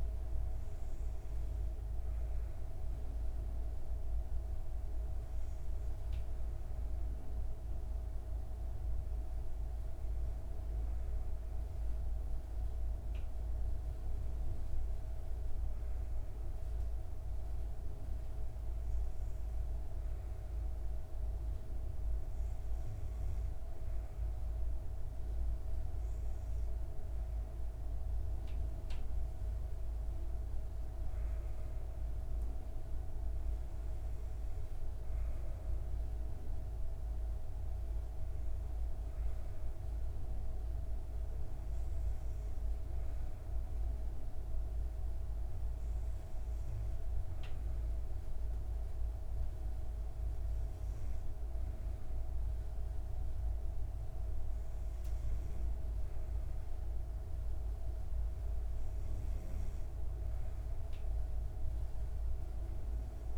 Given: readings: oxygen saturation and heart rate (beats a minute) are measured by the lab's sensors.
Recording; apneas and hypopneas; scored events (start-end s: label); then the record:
breathing in sleep, hard to hear, by a room microphone; none
none scored
From the record:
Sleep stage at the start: N2 (light sleep); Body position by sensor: on the back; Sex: female